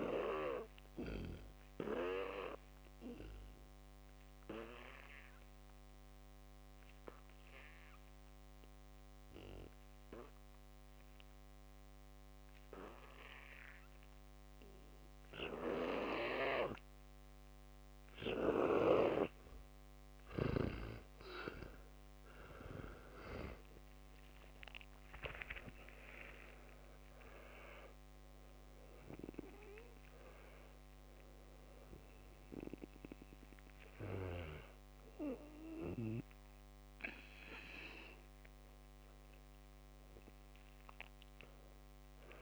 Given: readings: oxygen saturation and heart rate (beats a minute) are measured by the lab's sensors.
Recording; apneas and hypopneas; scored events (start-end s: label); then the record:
breathing in sleep by a microphone on the trachea; 1
3.00-20.00 s: obstructive apnea (oxygen 97% before, 87% lowest, heart rate 64 before, 60 extreme, up 29 after)
14.00-27.00 s: oxygen desaturation (device-marked, oxygen 95% before, 87% lowest, heart rate 68 before, 58 extreme)
23.50-27.00 s: arousal
From the record:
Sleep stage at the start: N2 (light sleep); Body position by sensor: on the back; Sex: male